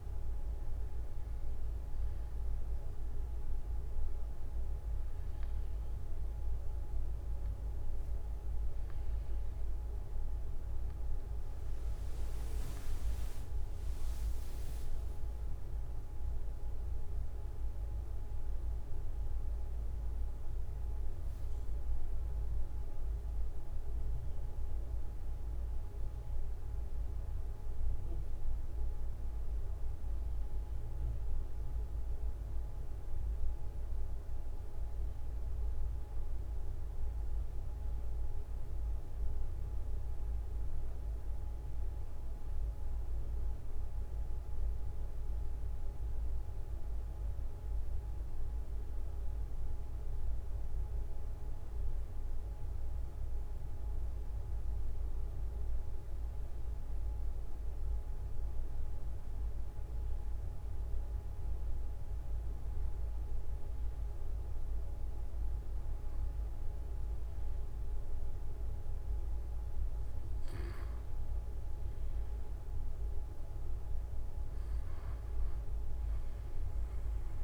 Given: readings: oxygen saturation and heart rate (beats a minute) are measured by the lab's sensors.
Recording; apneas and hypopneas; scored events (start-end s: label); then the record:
breathing in sleep, hard to hear, by a room microphone; none
3.50-5.50 s: long interval between heartbeats (device-marked)
47.50-49.50 s: long interval between heartbeats (device-marked)
50.00-52.00 s: long interval between heartbeats (device-marked)
70.00-72.00 s: long interval between heartbeats (device-marked)
From the record:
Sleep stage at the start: REM sleep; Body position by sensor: on the back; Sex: male